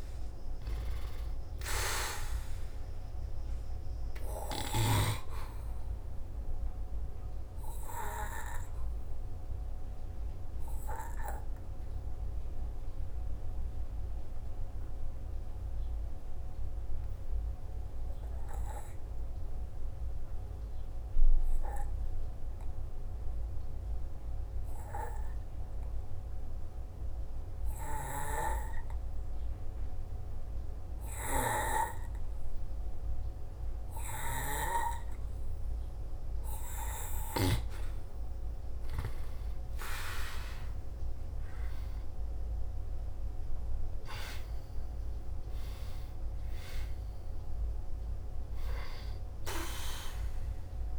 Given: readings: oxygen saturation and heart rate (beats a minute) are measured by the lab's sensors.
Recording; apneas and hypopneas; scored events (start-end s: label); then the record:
breathing in sleep by a room microphone; 1
0.00-28.00 s: oxygen desaturation (device-marked, oxygen 85% lowest, heart rate 55 extreme)
6.00-37.00 s: obstructive apnea (oxygen 96% before, 85% lowest, heart rate 59 before, 55 extreme, up 5 after)
39.50-44.00 s: arousal
41.00-50.99 s: oxygen desaturation (device-marked, oxygen 98% before, 89% lowest, heart rate 57 before, 54 extreme)
From the record:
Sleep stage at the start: N2 (light sleep); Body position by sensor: on the back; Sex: male